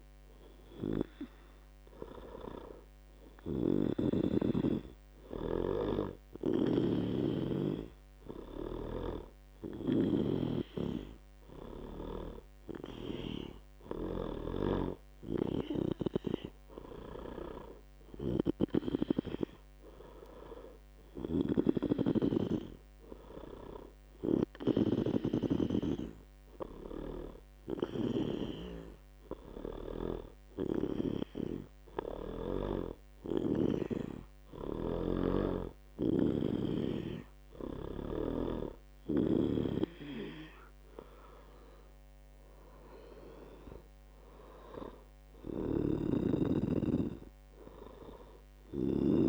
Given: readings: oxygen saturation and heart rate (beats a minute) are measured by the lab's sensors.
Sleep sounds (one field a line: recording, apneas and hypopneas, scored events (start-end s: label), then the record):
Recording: breathing in sleep by a microphone on the trachea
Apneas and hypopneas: none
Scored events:
0.00-1.50 s: arousal
From the record:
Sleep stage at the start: N2 (light sleep)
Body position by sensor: on the back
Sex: male